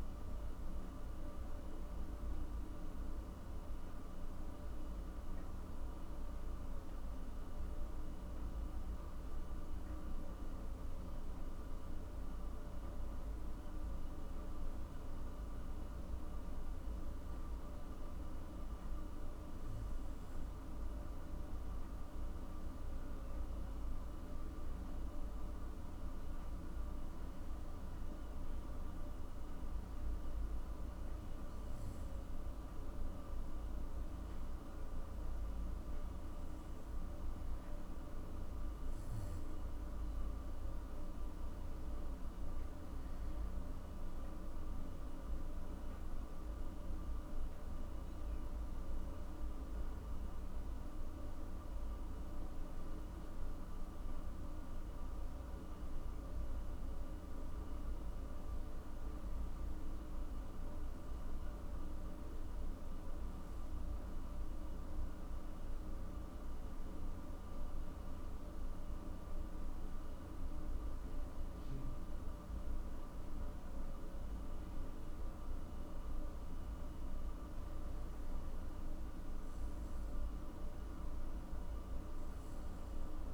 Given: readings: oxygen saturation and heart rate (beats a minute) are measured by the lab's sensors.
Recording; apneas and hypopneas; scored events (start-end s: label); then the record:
breathing in sleep, hard to hear, by a room microphone; 1
2.00-83.34 s: new sleep stage, N2 (light sleep)
29.50-40.50 s: hypopnea (oxygen 97% before, 94% lowest, heart rate 59 before, 53 extreme, up 7 after)
43.50-48.00 s: arousal
From the record:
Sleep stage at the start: N1 (lightest sleep); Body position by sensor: on the back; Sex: male